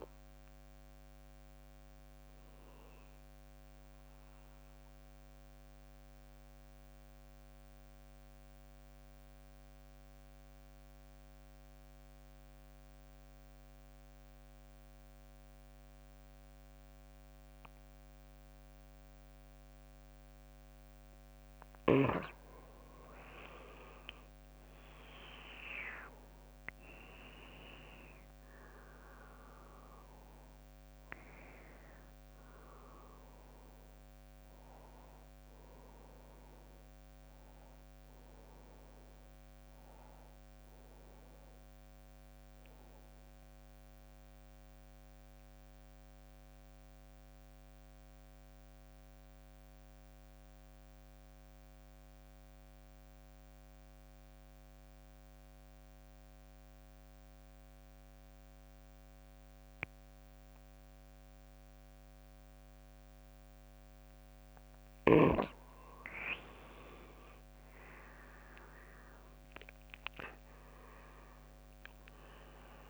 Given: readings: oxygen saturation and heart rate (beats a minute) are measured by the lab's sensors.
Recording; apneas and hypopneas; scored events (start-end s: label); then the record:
breathing in sleep by a microphone on the trachea; 2
0.00-2.00 s: drop in pulse transit time (device-marked, heart rate 64 extreme)
0.00-11.00 s: oxygen desaturation (device-marked, oxygen 91% lowest, heart rate 54 extreme)
1.00-22.00 s: mixed apnea (oxygen 99% before, 90% lowest, heart rate 66 before, 54 extreme, up 9 after)
24.00-39.00 s: drop in pulse transit time (device-marked, heart rate 60 before, 63 extreme)
24.00-46.00 s: oxygen desaturation (device-marked, oxygen 99% before, 90% lowest, heart rate 60 before, 54 extreme)
24.50-29.50 s: arousal
44.50-65.00 s: mixed apnea (oxygen 99% before, 91% lowest, heart rate 66 before, 54 extreme, up 15 after)
60.00-72.90 s: oxygen desaturation (device-marked, oxygen 99% before, 91% lowest, heart rate 58 before, 58 extreme)
66.50-68.50 s: leg movement (device-marked)
67.00-72.00 s: arousal
70.00-72.90 s: drop in pulse transit time (device-marked, heart rate 61 before, 63 extreme)
From the record:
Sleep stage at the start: N2 (light sleep); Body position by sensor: on the back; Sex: male